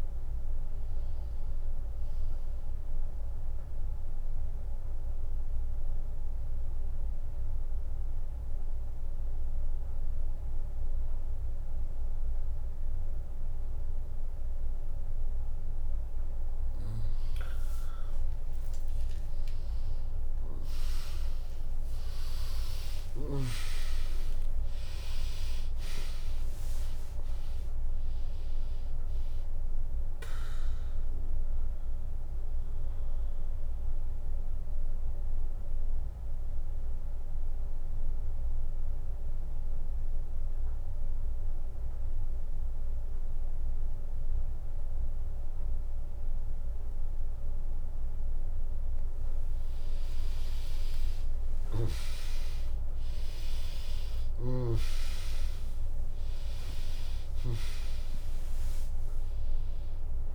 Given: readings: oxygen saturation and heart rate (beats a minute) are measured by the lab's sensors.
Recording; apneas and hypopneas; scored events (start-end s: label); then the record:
breathing in sleep by a room microphone; 2
0.00-8.50 s: drop in pulse transit time (device-marked, heart rate 71 extreme)
0.00-13.50 s: oxygen desaturation (device-marked, oxygen 96% lowest, heart rate 62 extreme)
3.00-16.00 s: mixed apnea (oxygen 100% before, 96% lowest, heart rate 74 before, 62 extreme)
20.00-25.00 s: arousal
23.50-34.50 s: drop in pulse transit time (device-marked, heart rate 78 before, 67 extreme)
26.50-40.50 s: oxygen desaturation (device-marked, oxygen 99% before, 96% lowest, heart rate 75 before, 61 extreme)
31.00-48.00 s: mixed apnea (oxygen 100% before, 95% lowest, heart rate 76 before, 61 extreme, up 9 after)
49.50-54.00 s: arousal
54.50-60.35 s: drop in pulse transit time (device-marked, heart rate 66 before, 68 extreme)
56.50-60.35 s: oxygen desaturation (device-marked, oxygen 100% before, 96% lowest, heart rate 65 before, 59 extreme)
From the record:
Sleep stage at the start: N2 (light sleep); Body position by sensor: on the back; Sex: female